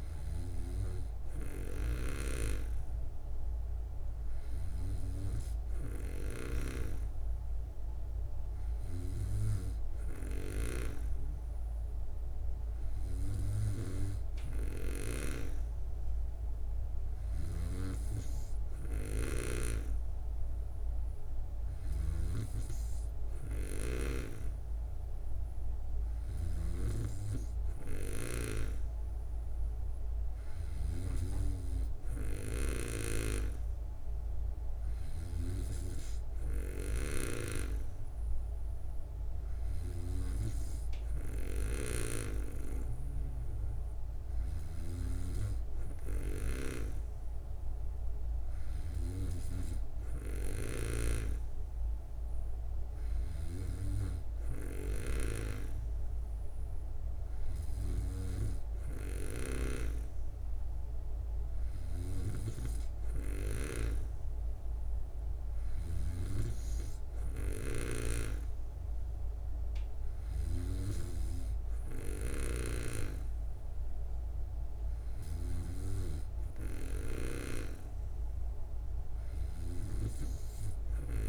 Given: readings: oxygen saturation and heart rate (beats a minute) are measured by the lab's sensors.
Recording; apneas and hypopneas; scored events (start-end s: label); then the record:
breathing in sleep by a room microphone; none
22.00-27.00 s: snoring (device-marked)
67.50-73.00 s: snoring (device-marked)
From the record:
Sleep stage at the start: N2 (light sleep); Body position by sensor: on the back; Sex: female